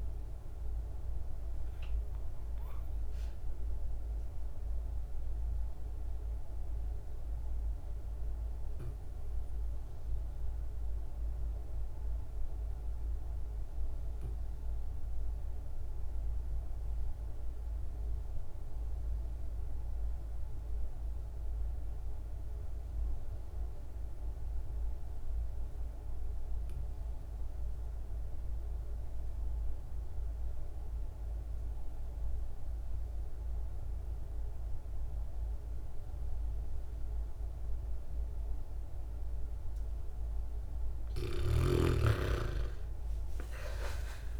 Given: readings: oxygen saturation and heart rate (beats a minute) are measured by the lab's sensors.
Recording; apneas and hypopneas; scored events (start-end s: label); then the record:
breathing in sleep by a room microphone; 1
0.00-9.50 s: oxygen desaturation (device-marked, oxygen 91% lowest, heart rate 51 extreme)
1.00-38.00 s: obstructive apnea (oxygen 98% before, 72% lowest, heart rate 58 before, 45 extreme, up 24 after)
20.50-44.39 s: oxygen desaturation (device-marked, oxygen 97% before, 75% lowest, heart rate 57 before, 45 extreme)
42.00-44.39 s: arousal
From the record:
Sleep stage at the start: REM sleep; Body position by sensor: on the back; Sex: female